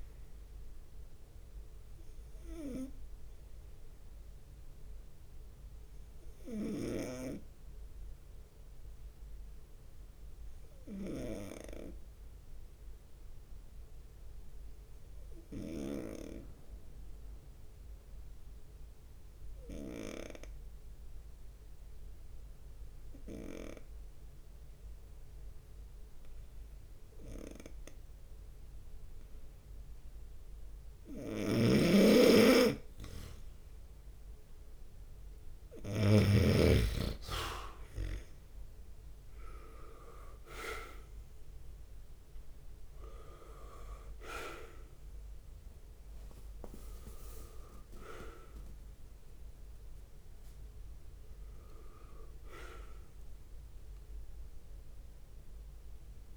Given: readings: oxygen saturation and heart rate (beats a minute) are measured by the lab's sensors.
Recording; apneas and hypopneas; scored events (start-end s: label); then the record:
breathing in sleep by a room microphone; 1
0.00-8.50 s: oxygen desaturation (device-marked, oxygen 91% lowest, heart rate 63 extreme)
1.00-31.50 s: obstructive apnea (oxygen 98% before, 91% lowest, heart rate 68 before, 63 extreme, up 2 after)
27.50-56.37 s: oxygen desaturation (device-marked, oxygen 98% before, 91% lowest, heart rate 65 before, 63 extreme)
31.50-36.50 s: snoring (device-marked)
35.50-38.50 s: leg movement (device-marked)
36.50-53.50 s: drop in pulse transit time (device-marked, heart rate 66 before, 66 extreme)
37.50-42.00 s: arousal
39.00-43.00 s: leg movement (device-marked)
From the record:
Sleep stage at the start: N2 (light sleep); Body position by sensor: on the right side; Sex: male